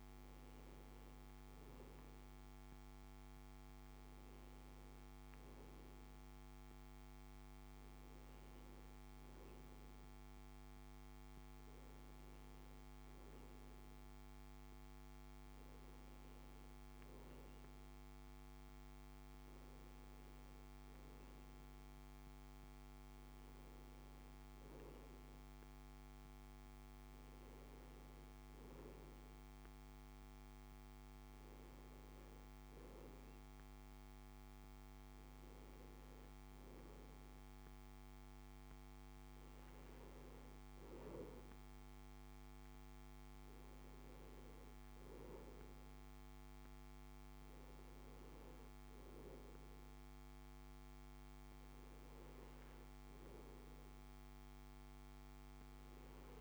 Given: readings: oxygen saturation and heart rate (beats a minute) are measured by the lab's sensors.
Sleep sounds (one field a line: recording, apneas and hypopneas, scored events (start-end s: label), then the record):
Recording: breathing in sleep, hard to hear, by a microphone on the trachea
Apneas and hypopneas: none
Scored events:
none scored
From the record:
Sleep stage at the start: N1 (lightest sleep)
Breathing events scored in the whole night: 132 in 5.7 hours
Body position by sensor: on the back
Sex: male